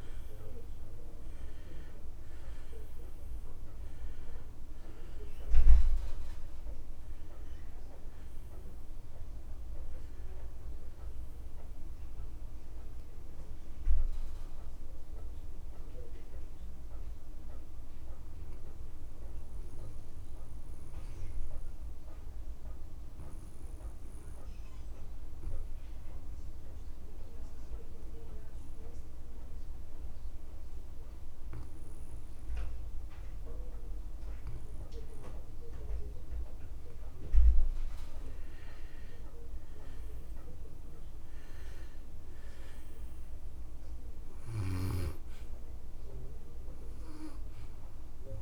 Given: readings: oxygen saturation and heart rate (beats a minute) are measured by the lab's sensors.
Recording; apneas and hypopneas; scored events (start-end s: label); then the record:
breathing in sleep by a room microphone; 1
0.00-30.50 s: oxygen desaturation (device-marked, oxygen 81% lowest)
15.00-37.00 s: obstructive apnea (oxygen 97% before, 81% lowest)
38.50-42.50 s: arousal
44.50-48.41 s: oxygen desaturation (device-marked, oxygen 99% before, 88% lowest)
From the record:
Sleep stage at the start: N2 (light sleep); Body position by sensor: on the back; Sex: male